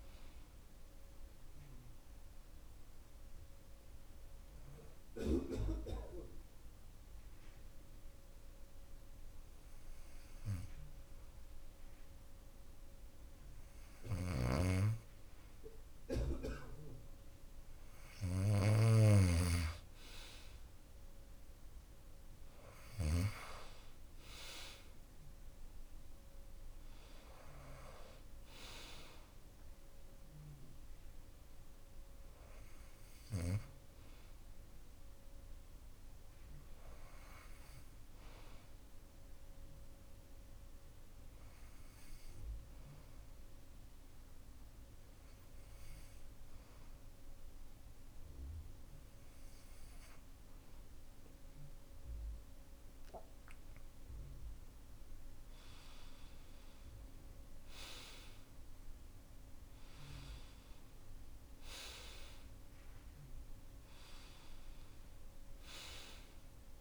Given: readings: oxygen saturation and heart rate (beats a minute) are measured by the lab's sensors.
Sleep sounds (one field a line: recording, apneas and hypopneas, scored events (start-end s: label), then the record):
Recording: breathing in sleep by a room microphone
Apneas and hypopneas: 2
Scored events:
0.00-11.50 s: oxygen desaturation (device-marked, oxygen 92% lowest)
4.00-16.50 s: obstructive apnea (oxygen 96% before, 92% lowest)
13.50-19.00 s: snoring (device-marked)
19.50-22.50 s: arousal
21.50-43.50 s: oxygen desaturation (device-marked, oxygen 97% before, 92% lowest)
39.00-54.50 s: hypopnea (oxygen 97% before, 93% lowest)
56.00-59.50 s: arousal
From the record:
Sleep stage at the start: N2 (light sleep)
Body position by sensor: on the back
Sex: male